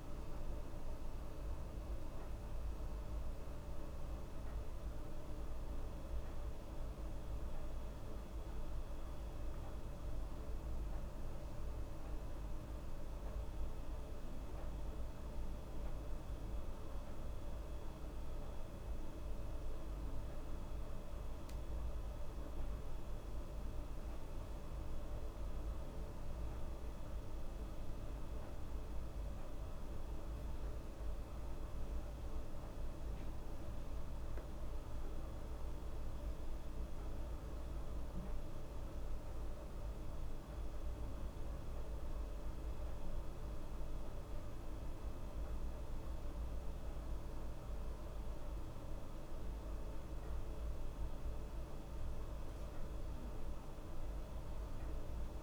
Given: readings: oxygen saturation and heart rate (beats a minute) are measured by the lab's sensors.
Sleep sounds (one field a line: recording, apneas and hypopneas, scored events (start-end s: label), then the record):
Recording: breathing in sleep, hard to hear, by a room microphone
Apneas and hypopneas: none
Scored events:
none scored
From the record:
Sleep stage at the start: N2 (light sleep)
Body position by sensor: on the back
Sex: female